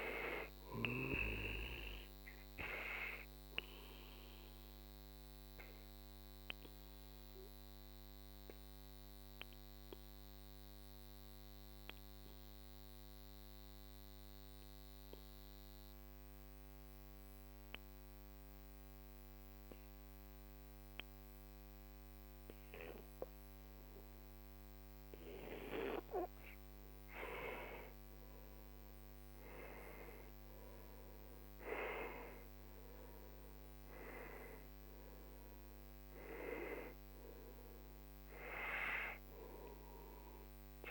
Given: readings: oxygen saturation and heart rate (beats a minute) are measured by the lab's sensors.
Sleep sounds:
breathing in sleep by a microphone on the trachea; 1
0.00-15.00 s: oxygen desaturation (device-marked, oxygen 92% lowest, heart rate 44 extreme)
4.00-26.50 s: obstructive apnea (oxygen 97% before, 91% lowest, heart rate 54 before, 42 extreme, up 16 after)
28.00-33.00 s: arousal
28.00-40.91 s: oxygen desaturation (device-marked, oxygen 97% before, 92% lowest, heart rate 46 before, 42 extreme)
From the record:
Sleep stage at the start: N2 (light sleep); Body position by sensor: on the back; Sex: male

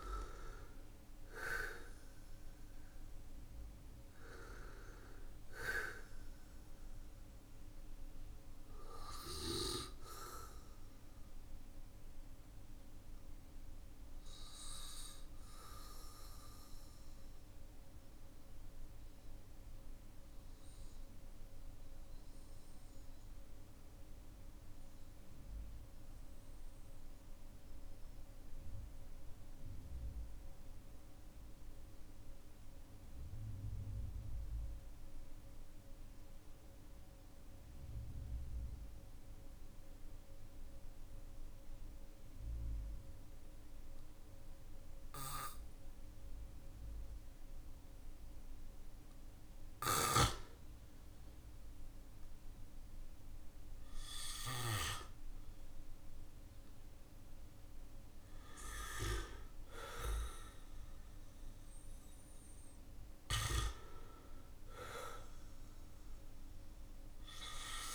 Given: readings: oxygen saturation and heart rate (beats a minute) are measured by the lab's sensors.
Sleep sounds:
breathing in sleep by a room microphone; 1
10.00-30.00 s: oxygen desaturation (device-marked, oxygen 93% before, 90% lowest, heart rate 53 before, 45 extreme)
12.00-46.00 s: obstructive apnea (oxygen 97% before, 90% lowest, heart rate 51 before, 45 extreme, up 8 after)
49.00-55.00 s: arousal
50.00-67.94 s: oxygen desaturation (device-marked, oxygen 99% before, 93% lowest, heart rate 53 before, 43 extreme)
From the record:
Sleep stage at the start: N2 (light sleep); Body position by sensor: on the back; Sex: male

